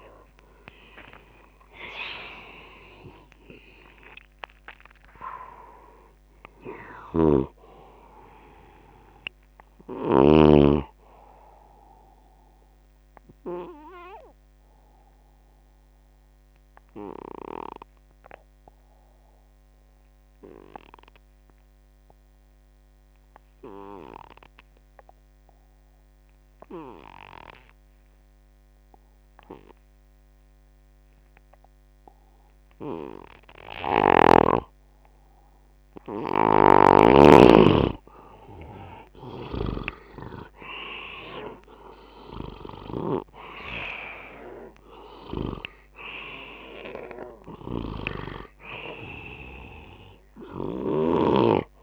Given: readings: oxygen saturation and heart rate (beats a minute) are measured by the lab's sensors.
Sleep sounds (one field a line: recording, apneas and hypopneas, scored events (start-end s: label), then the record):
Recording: breathing in sleep by a microphone on the trachea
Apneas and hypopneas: 1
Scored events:
0.00-4.50 s: arousal
7.00-10.50 s: snoring (device-marked)
9.00-19.00 s: oxygen desaturation (device-marked, oxygen 98% before, 95% lowest, heart rate 79 before, 56 extreme)
13.50-33.00 s: obstructive apnea (oxygen 98% before, 86% lowest, heart rate 80 before, 56 extreme, up 0 after)
34.00-36.00 s: bradycardia (device-marked, heart rate 78 before, 60 extreme)
34.00-51.83 s: oxygen desaturation (device-marked, oxygen 98% before, 86% lowest, heart rate 79 before, 54 extreme)
36.00-43.00 s: snoring (device-marked)
38.00-42.00 s: arousal
47.50-51.83 s: snoring (device-marked)
From the record:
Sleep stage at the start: N2 (light sleep)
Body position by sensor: on the left side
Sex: male